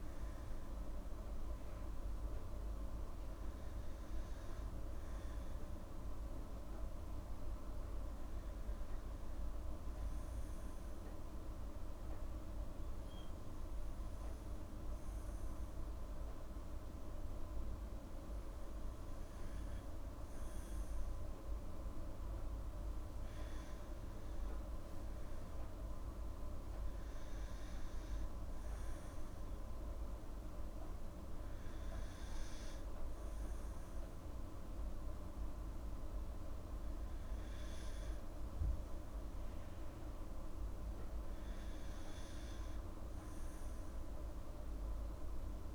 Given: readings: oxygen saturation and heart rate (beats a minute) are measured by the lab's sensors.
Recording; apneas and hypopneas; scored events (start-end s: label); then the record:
breathing in sleep, hard to hear, by a room microphone; none
none scored
From the record:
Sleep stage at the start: N2 (light sleep); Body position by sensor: on the back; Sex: female